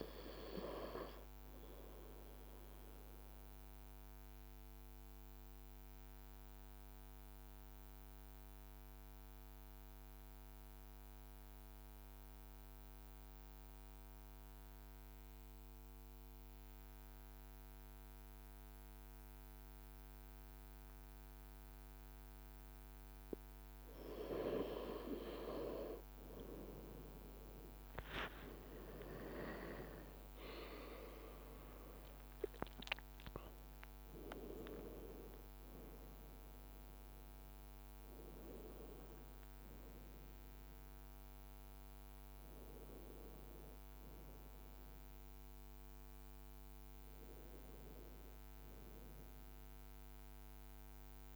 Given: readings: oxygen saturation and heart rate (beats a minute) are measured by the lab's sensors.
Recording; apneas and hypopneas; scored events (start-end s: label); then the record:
breathing in sleep by a microphone on the trachea; 1
3.00-23.00 s: obstructive apnea (oxygen 99% before, 93% lowest, heart rate 54 before, 53 extreme, up 4 after)
25.00-28.00 s: arousal
26.50-33.50 s: leg movement (device-marked)
From the record:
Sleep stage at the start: N2 (light sleep); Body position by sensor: on the right side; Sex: male